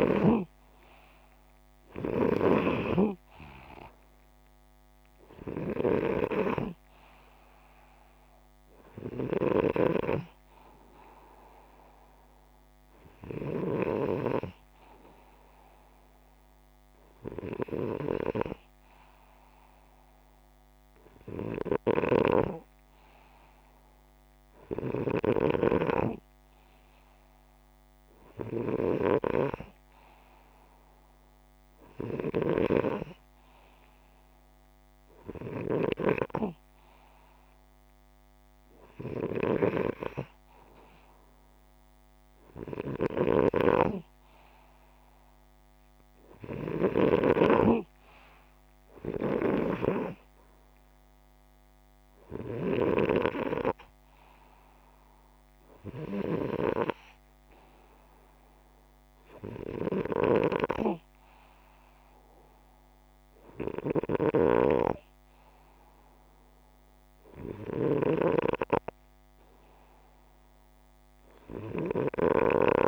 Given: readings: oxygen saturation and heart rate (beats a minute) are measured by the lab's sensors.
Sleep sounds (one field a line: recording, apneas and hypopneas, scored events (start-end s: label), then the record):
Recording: breathing in sleep by a microphone on the trachea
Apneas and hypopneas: none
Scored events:
58.00-71.00 s: oxygen desaturation (device-marked, oxygen 97% before, 92% lowest, heart rate 172 before, 96 extreme)
From the record:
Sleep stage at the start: N2 (light sleep)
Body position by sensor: upright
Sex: male